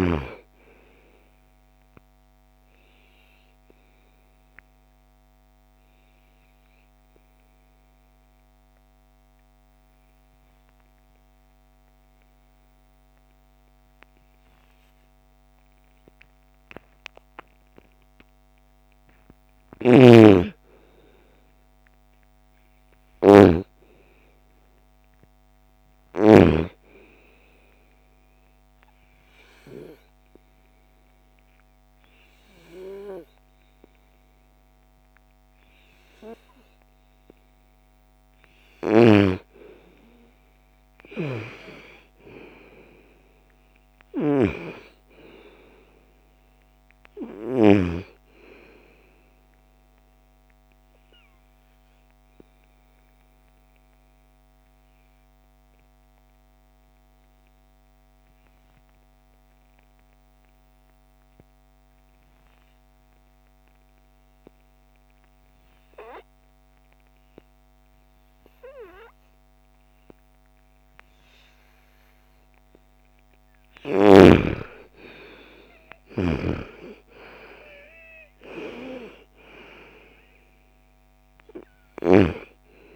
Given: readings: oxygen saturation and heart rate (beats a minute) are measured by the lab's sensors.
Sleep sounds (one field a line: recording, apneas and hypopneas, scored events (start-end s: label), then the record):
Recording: breathing in sleep by a microphone on the trachea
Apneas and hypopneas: 3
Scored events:
0.00-12.50 s: oxygen desaturation (device-marked, oxygen 80% lowest, heart rate 52 extreme)
1.50-18.00 s: obstructive apnea (oxygen 98% before, 80% lowest, heart rate 60 before, 52 extreme, up 9 after)
19.00-23.00 s: snoring (device-marked)
19.50-22.50 s: arousal
23.50-36.50 s: oxygen desaturation (device-marked, oxygen 99% before, 91% lowest, heart rate 57 before, 56 extreme)
26.50-38.00 s: obstructive apnea (oxygen 99% before, 84% lowest, heart rate 56 before, 56 extreme, up 10 after)
38.00-47.00 s: snoring (device-marked)
40.50-44.00 s: arousal
46.50-57.50 s: oxygen desaturation (device-marked, oxygen 94% before, 91% lowest, heart rate 64 before, 56 extreme)
49.50-73.00 s: obstructive apnea (oxygen 99% before, 83% lowest, heart rate 64 before, 56 extreme, up 17 after)
71.50-82.96 s: oxygen desaturation (device-marked, oxygen 98% before, 84% lowest, heart rate 59 before, 55 extreme)
74.50-78.50 s: arousal
From the record:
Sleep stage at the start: N2 (light sleep)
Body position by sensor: on the right side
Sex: female